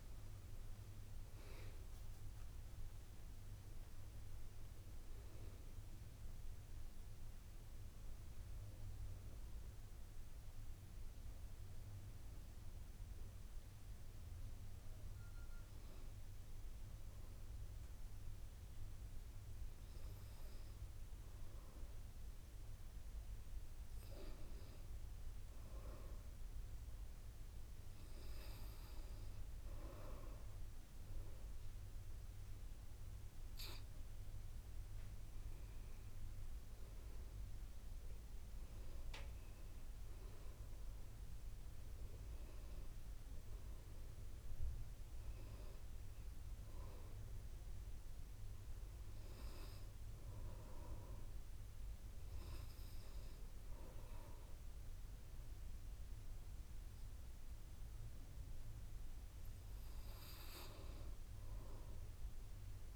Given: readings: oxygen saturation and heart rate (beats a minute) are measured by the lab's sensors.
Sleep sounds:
breathing in sleep by a room microphone; 1
0.00-17.50 s: oxygen desaturation (device-marked, oxygen 94% lowest, heart rate 55 extreme)
8.00-12.00 s: arousal
15.00-33.50 s: hypopnea (oxygen 97% before, 92% lowest, heart rate 60 before, 54 extreme, up 5 after)
35.00-38.50 s: arousal
41.50-62.95 s: oxygen desaturation (device-marked, oxygen 97% before, 93% lowest, heart rate 58 before, 54 extreme)
From the record:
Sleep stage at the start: N2 (light sleep); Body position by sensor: on the back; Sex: male

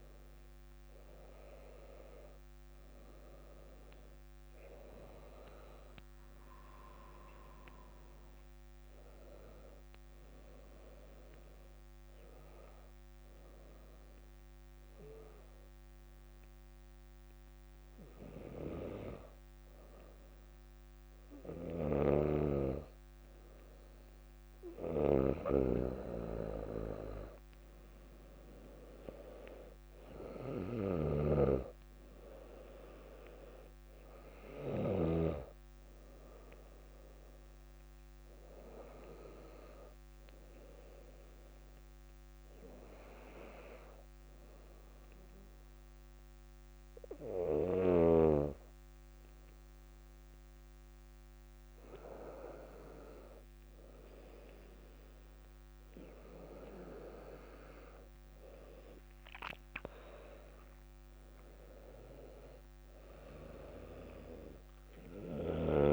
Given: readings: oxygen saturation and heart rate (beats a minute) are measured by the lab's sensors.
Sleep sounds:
breathing in sleep by a microphone on the trachea; 2
10.50-22.00 s: obstructive apnea (oxygen 98% before, 94% lowest, heart rate 58 before, 55 extreme, up 2 after)
25.00-29.50 s: arousal
29.50-45.50 s: oxygen desaturation (device-marked, oxygen 98% before, 94% lowest, heart rate 60 before, 55 extreme)
41.50-52.50 s: hypopnea (oxygen 98% before, 95% lowest, heart rate 59 before, 56 extreme, up 5 after)
55.00-60.00 s: arousal
From the record:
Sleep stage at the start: N2 (light sleep); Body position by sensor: on the back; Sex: female

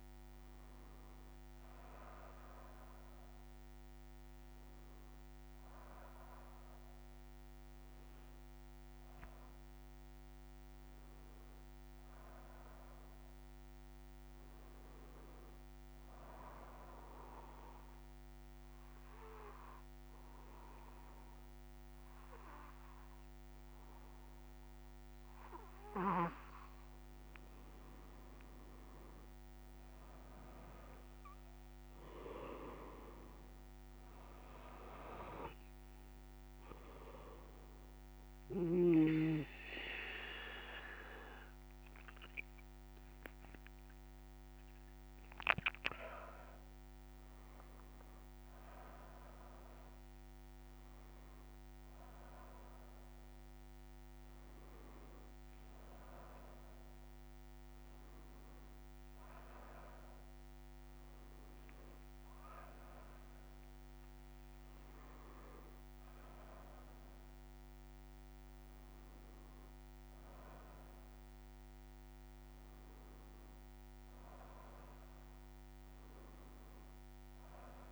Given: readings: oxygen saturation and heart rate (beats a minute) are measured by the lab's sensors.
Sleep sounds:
breathing in sleep by a microphone on the trachea; 1
0.00-5.50 s: oxygen desaturation (device-marked, oxygen 93% lowest)
17.00-28.50 s: obstructive apnea (oxygen 99% before, 93% lowest)
37.50-55.50 s: oxygen desaturation (device-marked, oxygen 98% before, 93% lowest)
From the record:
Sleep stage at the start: N2 (light sleep); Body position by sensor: on the back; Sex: male

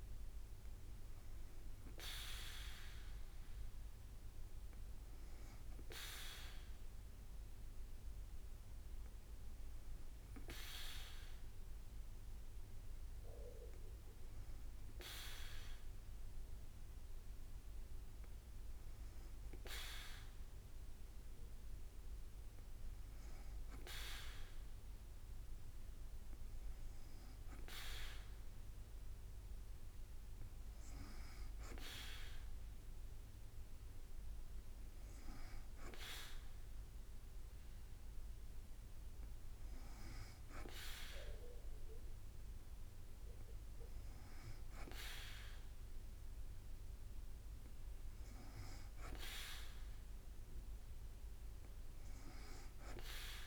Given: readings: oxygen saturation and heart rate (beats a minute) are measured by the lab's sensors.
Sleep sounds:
breathing in sleep by a room microphone; none
none scored
From the record:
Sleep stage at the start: N2 (light sleep); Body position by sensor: on the back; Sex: female

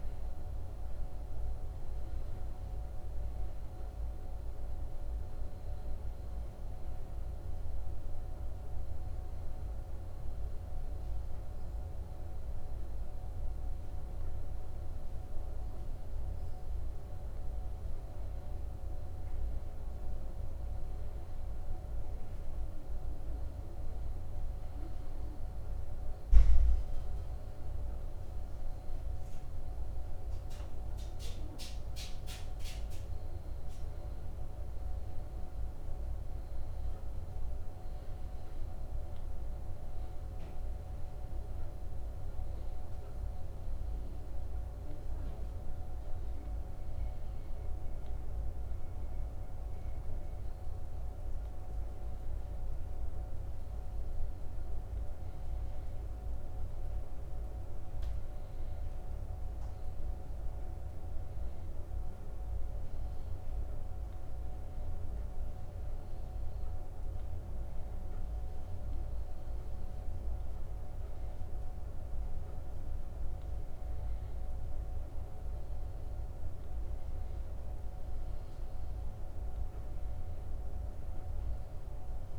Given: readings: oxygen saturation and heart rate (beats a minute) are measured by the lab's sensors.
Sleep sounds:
breathing in sleep, hard to hear, by a room microphone; 3
0.00-3.00 s: arousal
5.50-17.50 s: oxygen desaturation (device-marked, oxygen 95% before, 92% lowest, heart rate 85 before, 84 extreme)
7.50-17.50 s: hypopnea (oxygen 95% before, 92% lowest, heart rate 85 before, 84 extreme, up 1 after)
18.50-22.00 s: arousal
25.00-35.00 s: hypopnea (oxygen 95% before, 92% lowest, heart rate 85 before, 85 extreme, up 2 after)
36.50-39.50 s: arousal
40.50-53.50 s: oxygen desaturation (device-marked, oxygen 95% before, 92% lowest, heart rate 85 before, 84 extreme)
42.50-52.50 s: hypopnea (oxygen 95% before, 92% lowest, heart rate 85 before, 84 extreme, up 0 after)
56.00-59.50 s: arousal
61.50-72.50 s: oxygen desaturation (device-marked, oxygen 95% before, 92% lowest, heart rate 85 before, 84 extreme)
From the record:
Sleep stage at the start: N2 (light sleep); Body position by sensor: on the back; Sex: male

